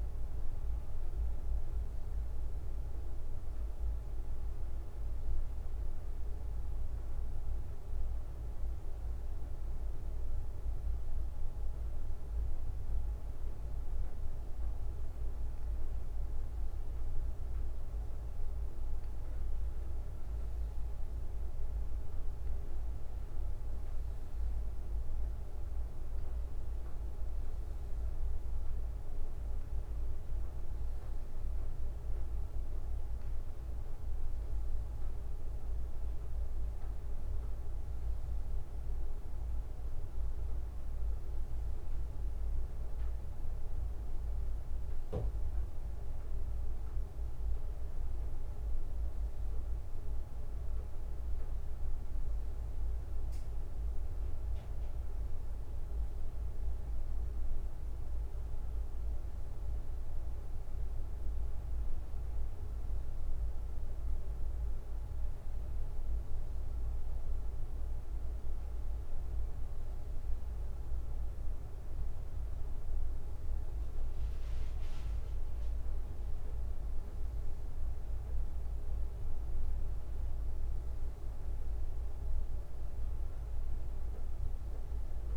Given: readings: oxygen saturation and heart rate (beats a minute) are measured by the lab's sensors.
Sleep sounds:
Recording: breathing in sleep, hard to hear, by a room microphone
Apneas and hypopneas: none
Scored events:
9.50-11.50 s: bradycardia (device-marked, heart rate 64 before, 62 extreme)
12.50-16.50 s: bradycardia (device-marked, heart rate 64 before, 58 extreme)
18.50-25.50 s: bradycardia (device-marked, heart rate 64 before, 59 extreme)
From the record:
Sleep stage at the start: N1 (lightest sleep)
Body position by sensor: on the back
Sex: male

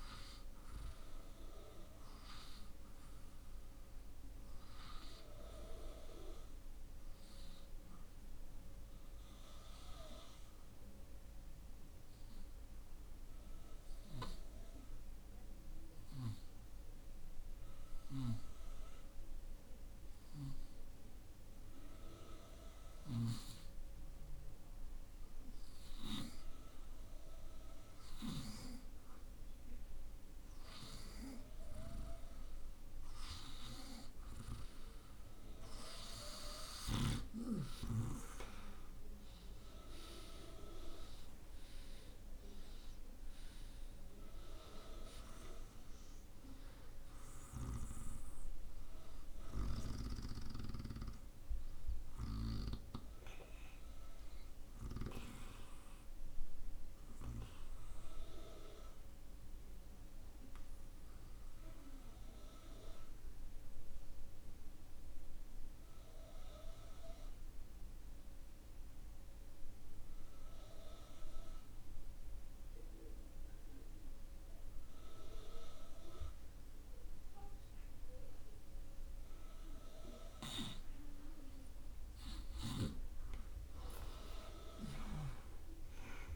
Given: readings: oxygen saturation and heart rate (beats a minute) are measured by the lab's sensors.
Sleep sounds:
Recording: breathing in sleep by a room microphone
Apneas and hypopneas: 2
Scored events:
0.00-10.50 s: oxygen desaturation (device-marked, oxygen 87% lowest)
8.50-24.00 s: hypopnea (oxygen 92% before, 86% lowest)
29.00-33.50 s: arousal
37.50-46.50 s: oxygen desaturation (device-marked, oxygen 94% before, 88% lowest)
50.50-66.50 s: oxygen desaturation (device-marked, oxygen 92% before, 86% lowest)
60.50-79.50 s: obstructive apnea (oxygen 94% before, 80% lowest)
82.50-86.36 s: arousal
From the record:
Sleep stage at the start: N2 (light sleep)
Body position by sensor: on the right side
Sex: male

